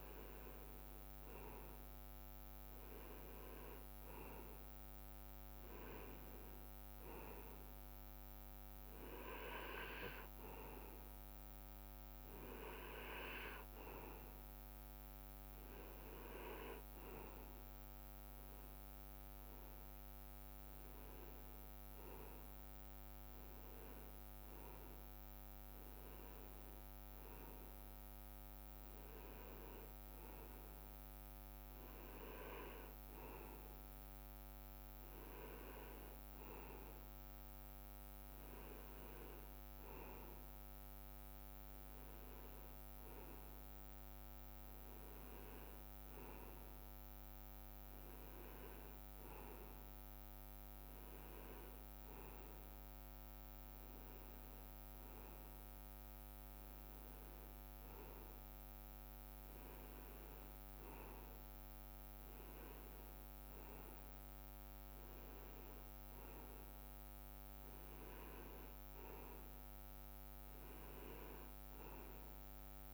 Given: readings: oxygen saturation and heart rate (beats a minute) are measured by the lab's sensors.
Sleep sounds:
breathing in sleep by a microphone on the trachea; none
none scored
From the record:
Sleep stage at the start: REM sleep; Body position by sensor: on the right side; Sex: male

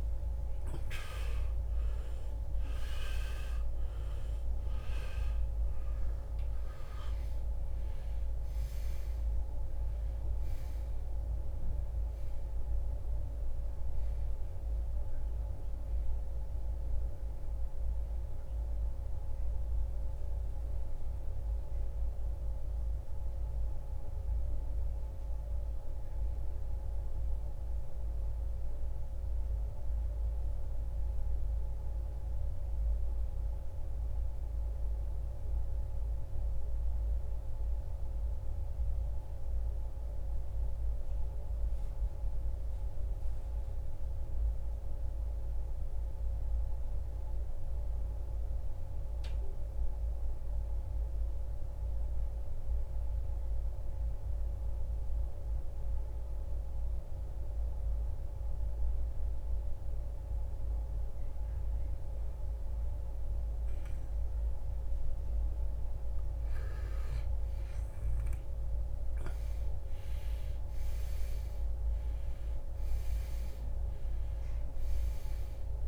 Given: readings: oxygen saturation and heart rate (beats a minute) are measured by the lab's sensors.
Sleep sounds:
breathing in sleep, hard to hear, by a room microphone; 1
0.00-1.50 s: arousal
0.00-35.50 s: oxygen desaturation (device-marked, oxygen 80% lowest, heart rate 58 extreme)
25.00-65.50 s: obstructive apnea (oxygen 94% before, 79% lowest, heart rate 80 before, 58 extreme, up 20 after)
55.50-75.88 s: oxygen desaturation (device-marked, oxygen 98% before, 79% lowest, heart rate 68 before, 53 extreme)
67.00-71.00 s: arousal
From the record:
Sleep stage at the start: N2 (light sleep); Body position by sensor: on the right side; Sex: male

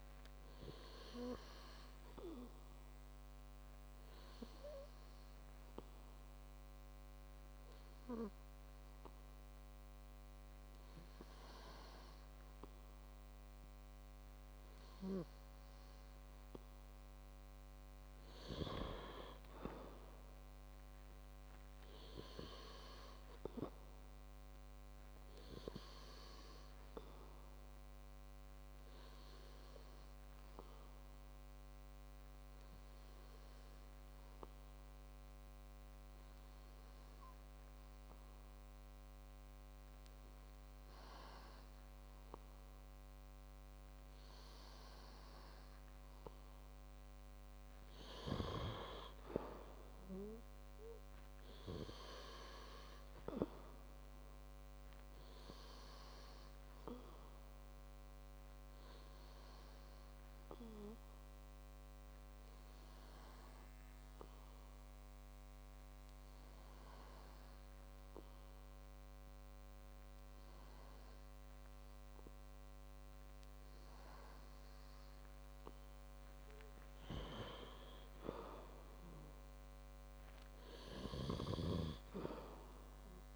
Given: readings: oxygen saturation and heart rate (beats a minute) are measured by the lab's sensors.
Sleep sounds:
breathing in sleep by a microphone on the trachea; 3
2.50-14.50 s: hypopnea (oxygen 97% before, 95% lowest, heart rate 102 before, 117 extreme)
22.00-25.50 s: arousal
31.00-44.50 s: hypopnea (oxygen 98% before, 95% lowest, heart rate 154 before, 50 extreme, up 43 after)
50.00-53.50 s: arousal
59.00-74.50 s: hypopnea (oxygen 97% before, 95% lowest, heart rate 154 before, 76 extreme, up 35 after)
79.00-83.00 s: arousal
From the record:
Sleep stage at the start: N2 (light sleep); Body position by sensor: on the back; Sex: male

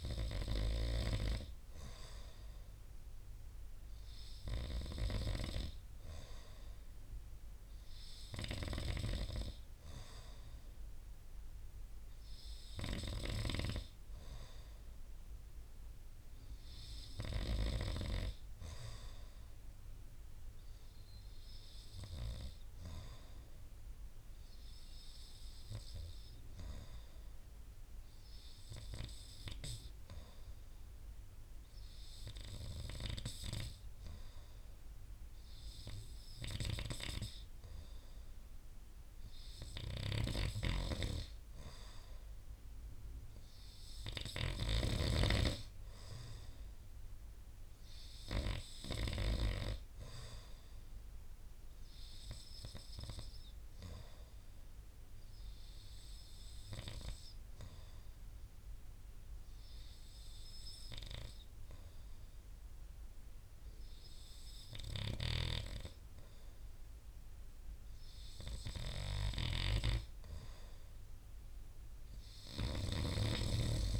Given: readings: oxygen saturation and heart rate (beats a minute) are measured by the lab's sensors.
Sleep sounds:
breathing in sleep by a room microphone; 2
0.00-9.00 s: snoring (device-marked)
12.00-15.50 s: arousal
20.50-38.50 s: obstructive apnea (oxygen 95% before, 91% lowest)
40.00-45.00 s: snoring (device-marked)
41.00-44.00 s: arousal
51.00-63.00 s: oxygen desaturation (device-marked, oxygen 95% before, 92% lowest)
51.50-67.50 s: obstructive apnea (oxygen 95% before, 91% lowest)
65.00-74.00 s: snoring (device-marked)
70.00-73.50 s: arousal
From the record:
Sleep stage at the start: N2 (light sleep); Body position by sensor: on the right side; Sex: male

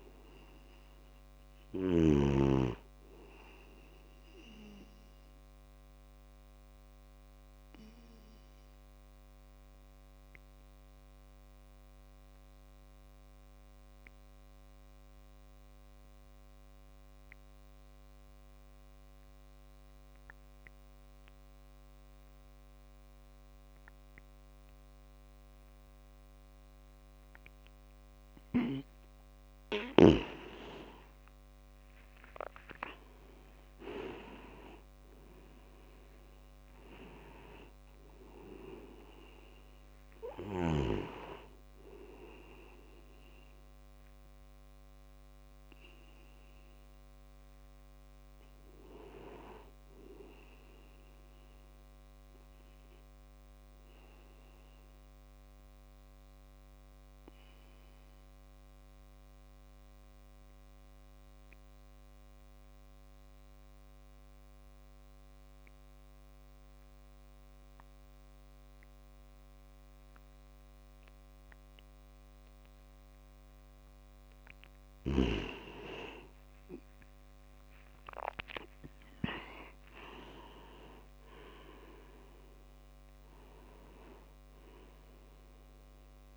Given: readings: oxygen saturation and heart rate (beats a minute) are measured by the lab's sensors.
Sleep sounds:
breathing in sleep by a microphone on the trachea; 2
0.00-15.00 s: oxygen desaturation (device-marked, oxygen 90% lowest, heart rate 52 extreme)
4.50-28.00 s: obstructive apnea (oxygen 97% before, 89% lowest)
29.00-37.00 s: tachycardia (device-marked, heart rate 62 before, 158 extreme)
30.50-36.00 s: arousal
32.00-58.00 s: oxygen desaturation (device-marked, oxygen 98% before, 89% lowest)
55.00-73.50 s: obstructive apnea (oxygen 97% before, 89% lowest)
75.00-86.37 s: oxygen desaturation (device-marked, oxygen 98% before, 89% lowest)
75.50-79.50 s: arousal
From the record:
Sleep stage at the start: N2 (light sleep); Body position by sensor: on the back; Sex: male

